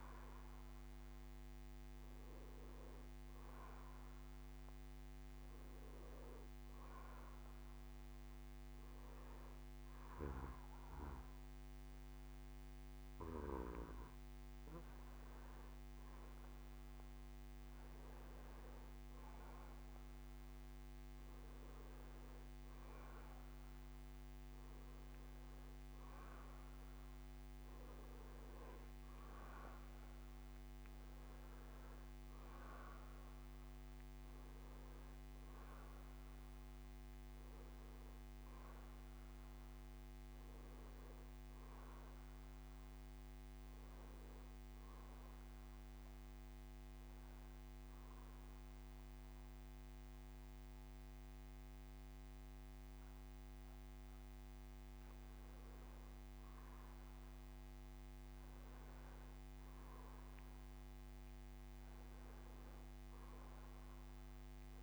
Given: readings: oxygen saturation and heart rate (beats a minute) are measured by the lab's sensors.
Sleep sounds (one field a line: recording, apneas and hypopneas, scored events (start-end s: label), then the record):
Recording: breathing in sleep, hard to hear, by a microphone on the trachea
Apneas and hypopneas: 2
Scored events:
0.00-1.50 s: arousal
5.00-17.50 s: hypopnea (oxygen 95% before, 89% lowest, heart rate 67 before, 56 extreme, up 1 after)
16.00-20.00 s: bradycardia (device-marked, heart rate 67 before, 56 extreme)
18.50-23.00 s: arousal
45.00-55.50 s: obstructive apnea (oxygen 92% before, 89% lowest, heart rate 67 before, 54 extreme, up 11 after)
50.00-60.00 s: bradycardia (device-marked, heart rate 67 before, 54 extreme)
58.50-62.50 s: arousal
From the record:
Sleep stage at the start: N2 (light sleep)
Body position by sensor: on the back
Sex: male